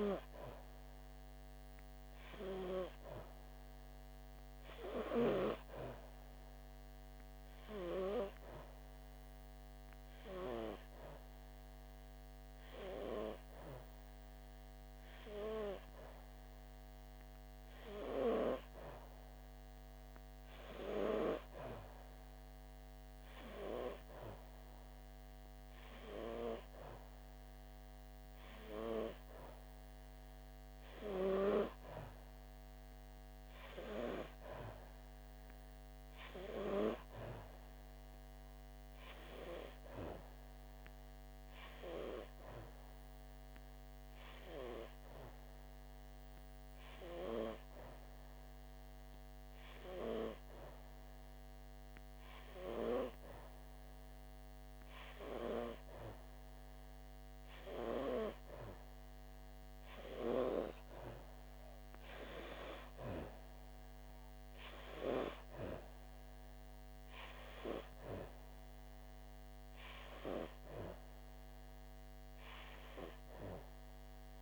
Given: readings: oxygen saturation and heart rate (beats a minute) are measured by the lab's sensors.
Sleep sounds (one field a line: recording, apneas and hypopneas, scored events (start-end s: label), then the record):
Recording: breathing in sleep by a microphone on the trachea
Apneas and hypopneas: none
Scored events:
1.50-5.00 s: arousal
13.50-74.42 s: new sleep stage, N3 (deep sleep)
From the record:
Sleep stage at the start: N2 (light sleep)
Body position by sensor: on the back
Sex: female